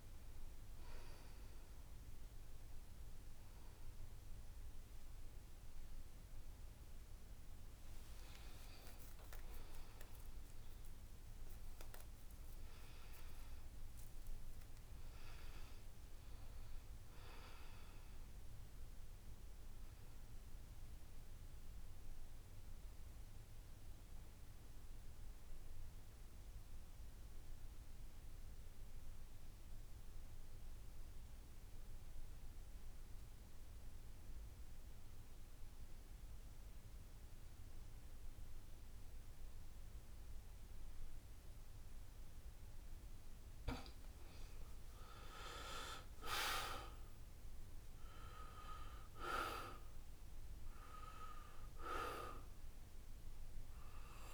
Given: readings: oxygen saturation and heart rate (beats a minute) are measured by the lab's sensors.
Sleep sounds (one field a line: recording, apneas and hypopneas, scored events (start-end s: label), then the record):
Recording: breathing in sleep by a room microphone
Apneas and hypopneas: 1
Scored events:
2.00-9.00 s: oxygen desaturation (device-marked, oxygen 97% before, 92% lowest, heart rate 69 before, 64 extreme)
19.00-42.50 s: mixed apnea (oxygen 97% before, 85% lowest, heart rate 69 before, 64 extreme, up 5 after)
38.00-54.34 s: oxygen desaturation (device-marked, oxygen 94% before, 85% lowest, heart rate 67 before, 66 extreme)
45.50-49.00 s: arousal
From the record:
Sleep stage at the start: N2 (light sleep)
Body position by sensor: on the back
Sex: male